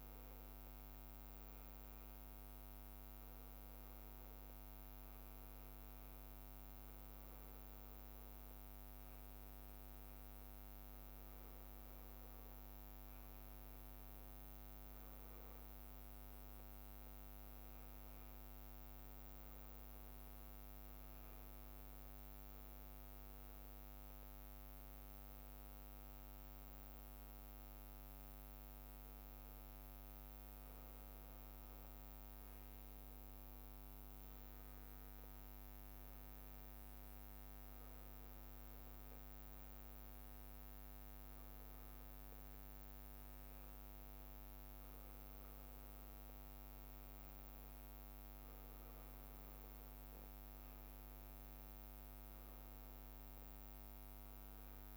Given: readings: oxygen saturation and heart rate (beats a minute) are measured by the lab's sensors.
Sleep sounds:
a person awake in a sleep study, hard to hear, by a microphone on the trachea; none
0.00-1.50 s: bradycardia (device-marked, heart rate 59 extreme)
0.00-3.50 s: leg movement (device-marked)
2.50-5.50 s: bradycardia (device-marked, heart rate 60 before, 59 extreme)
6.50-32.50 s: bradycardia (device-marked, heart rate 60 before, 58 extreme)
25.50-31.50 s: leg movement (device-marked)
33.00-41.50 s: leg movement (device-marked)
39.50-45.50 s: bradycardia (device-marked, heart rate 60 before, 59 extreme)
44.00-51.00 s: leg movement (device-marked)
53.00-54.97 s: leg movement (device-marked)
From the record:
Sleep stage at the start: awake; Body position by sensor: on the back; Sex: male

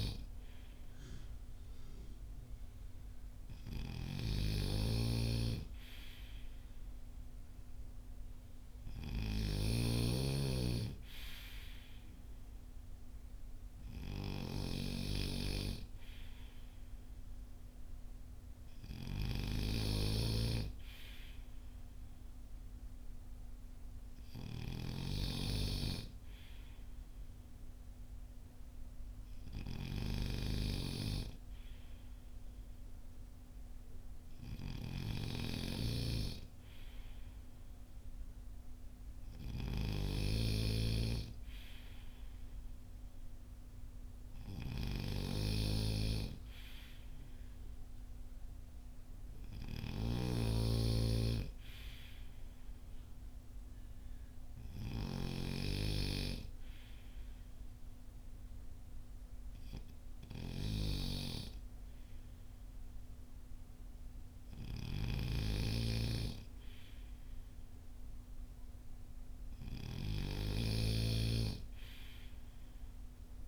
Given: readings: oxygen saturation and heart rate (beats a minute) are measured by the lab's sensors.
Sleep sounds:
breathing in sleep by a room microphone; none
0.00-73.48 s: snoring (device-marked)
From the record:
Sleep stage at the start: N2 (light sleep); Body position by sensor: on the front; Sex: male

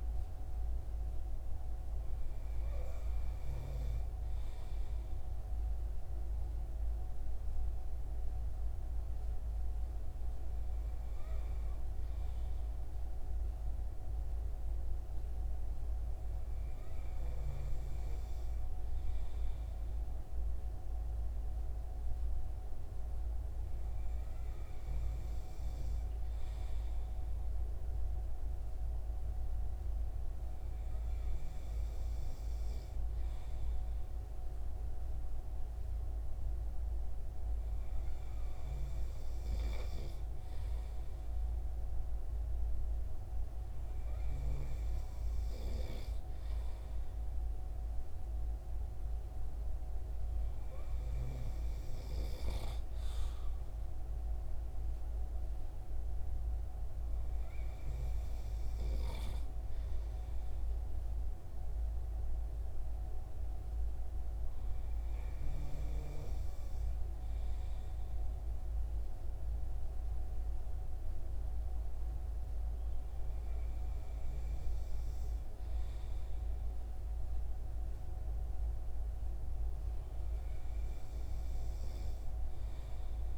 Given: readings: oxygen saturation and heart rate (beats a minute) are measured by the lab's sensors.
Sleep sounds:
breathing in sleep, hard to hear, by a room microphone; none
none scored
From the record:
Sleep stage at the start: N2 (light sleep); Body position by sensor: on the front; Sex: male

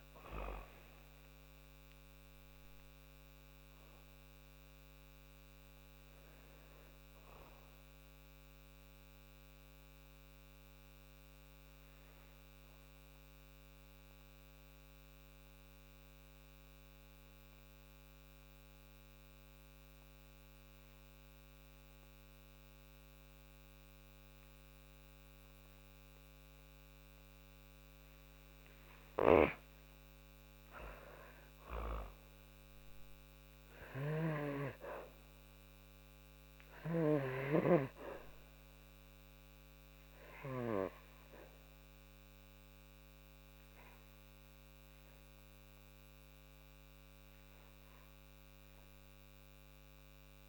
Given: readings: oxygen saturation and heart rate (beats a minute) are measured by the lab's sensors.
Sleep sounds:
breathing in sleep by a microphone on the trachea; 1
0.00-9.50 s: oxygen desaturation (device-marked, oxygen 89% lowest, heart rate 52 extreme)
10.50-24.50 s: obstructive apnea (oxygen 98% before, 90% lowest, heart rate 69 before, 51 extreme, up 6 after)
27.50-32.00 s: arousal
32.00-35.50 s: snoring (device-marked)
35.50-50.49 s: new sleep stage, N2 (light sleep)
41.50-47.50 s: oxygen desaturation (device-marked, oxygen 97% before, 94% lowest, heart rate 56 before, 43 extreme)
From the record:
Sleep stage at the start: N1 (lightest sleep); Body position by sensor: on the back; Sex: female

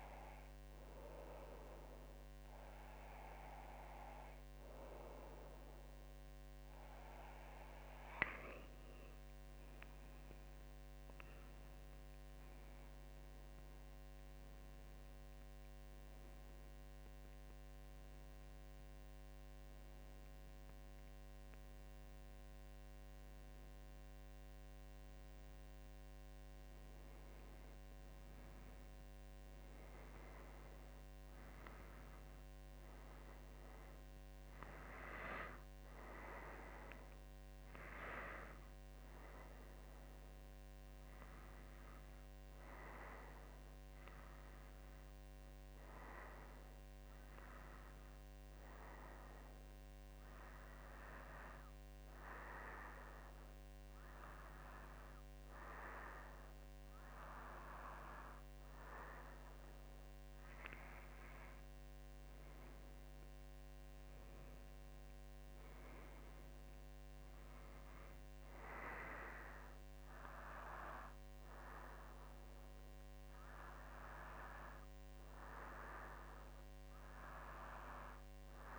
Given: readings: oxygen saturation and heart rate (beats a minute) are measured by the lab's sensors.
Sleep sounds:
breathing in sleep by a microphone on the trachea; none
none scored
From the record:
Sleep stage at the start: N2 (light sleep); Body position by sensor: on the back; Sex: female

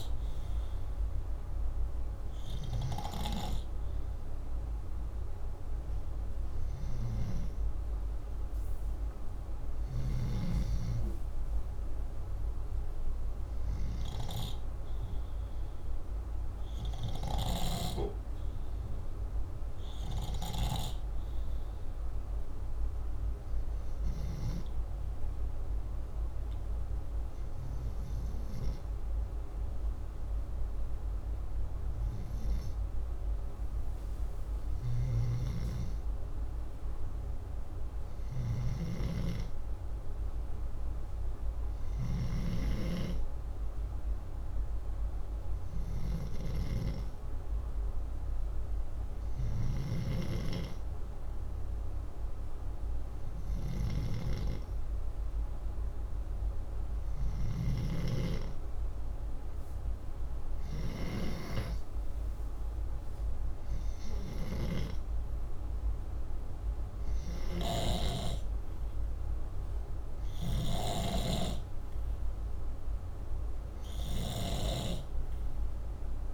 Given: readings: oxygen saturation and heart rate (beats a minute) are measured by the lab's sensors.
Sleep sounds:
breathing in sleep by a room microphone; 1
16.50-27.50 s: oxygen desaturation (device-marked, oxygen 94% before, 90% lowest, heart rate 67 before, 61 extreme)
24.00-35.00 s: hypopnea (oxygen 95% before, 92% lowest, heart rate 70 before, 61 extreme, up 11 after)
34.50-42.00 s: snoring (device-marked)
37.00-41.00 s: arousal
59.50-76.34 s: oxygen desaturation (device-marked, oxygen 97% before, 92% lowest, heart rate 64 before, 61 extreme)
67.00-76.34 s: snoring (device-marked)
From the record:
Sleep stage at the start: N2 (light sleep); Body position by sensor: upright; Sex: male

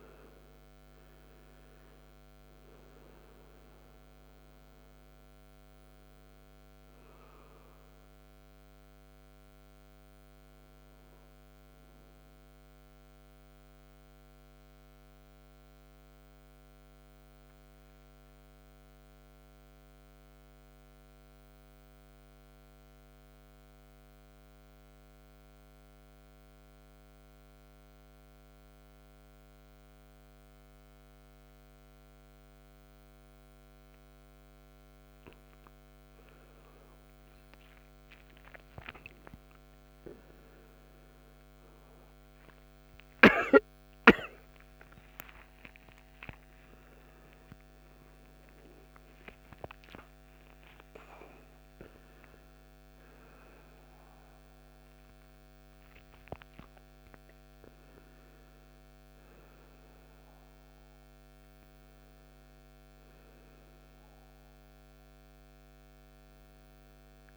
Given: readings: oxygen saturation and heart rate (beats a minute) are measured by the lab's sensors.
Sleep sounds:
a person partly awake in a sleep study, by a microphone on the trachea; 1
0.00-20.50 s: oxygen desaturation (device-marked, oxygen 91% lowest, heart rate 52 extreme)
17.00-35.50 s: central apnea (oxygen 98% before, 92% lowest, heart rate 64 before, 53 extreme, up 22 after)
29.50-59.50 s: new sleep stage, awake
40.50-54.50 s: oxygen desaturation (device-marked, oxygen 98% before, 93% lowest, heart rate 57 before, 58 extreme)
56.50-62.50 s: oxygen desaturation (device-marked, oxygen 96% before, 93% lowest, heart rate 92 before, 55 extreme)
59.50-67.37 s: new sleep stage, N1 (lightest sleep)
From the record:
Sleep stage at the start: N2 (light sleep); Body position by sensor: on the right side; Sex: male

